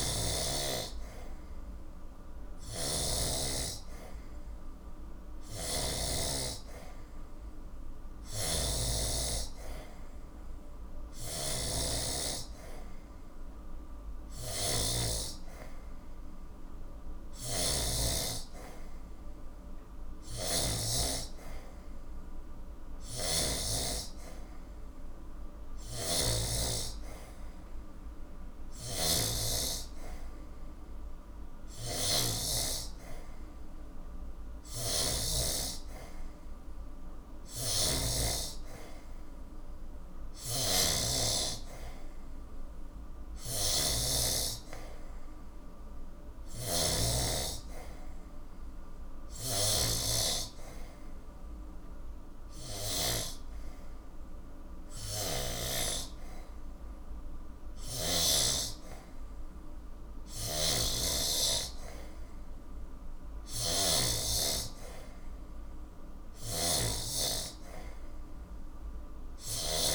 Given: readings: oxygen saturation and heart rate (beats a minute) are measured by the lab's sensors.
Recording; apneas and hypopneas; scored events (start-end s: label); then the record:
breathing in sleep by a room microphone; none
0.00-6.00 s: snoring (device-marked)
8.00-23.50 s: snoring (device-marked)
25.50-38.00 s: snoring (device-marked)
40.00-47.00 s: snoring (device-marked)
49.00-53.00 s: snoring (device-marked)
60.00-64.00 s: snoring (device-marked)
66.00-69.95 s: snoring (device-marked)
From the record:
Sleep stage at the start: N3 (deep sleep); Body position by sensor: on the back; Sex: male